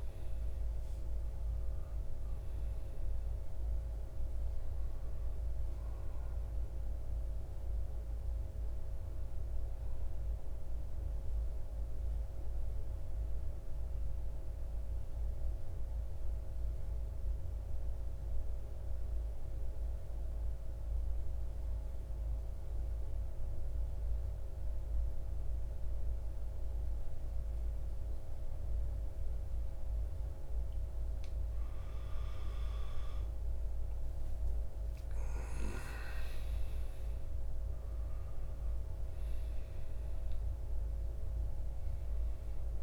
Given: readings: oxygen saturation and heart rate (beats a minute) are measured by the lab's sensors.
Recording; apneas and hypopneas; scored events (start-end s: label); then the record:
breathing in sleep, hard to hear, by a room microphone; 1
0.50-17.50 s: oxygen desaturation (device-marked, oxygen 96% before, 90% lowest, heart rate 58 before, 51 extreme)
11.00-30.00 s: mixed apnea (oxygen 96% before, 86% lowest, heart rate 61 before, 51 extreme, up 14 after)
32.00-36.00 s: arousal
32.50-42.83 s: oxygen desaturation (device-marked, oxygen 97% before, 86% lowest, heart rate 53 before, 51 extreme)
From the record:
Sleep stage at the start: N2 (light sleep); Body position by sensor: on the back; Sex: male